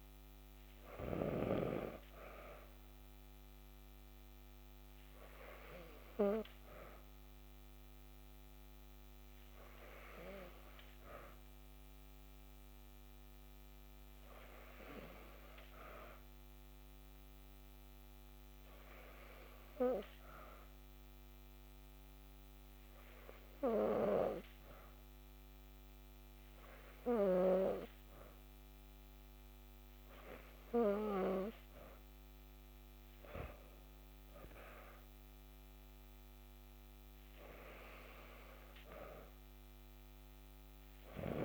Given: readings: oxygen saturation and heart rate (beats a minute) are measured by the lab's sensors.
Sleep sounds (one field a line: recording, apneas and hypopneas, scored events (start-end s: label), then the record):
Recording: breathing in sleep by a microphone on the trachea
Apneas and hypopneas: 1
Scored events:
17.50-30.00 s: obstructive apnea (oxygen 95% before, 92% lowest, heart rate 55 before, 54 extreme, up 1 after)
34.00-37.50 s: arousal
From the record:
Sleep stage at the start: N2 (light sleep)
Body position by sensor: on the back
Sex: female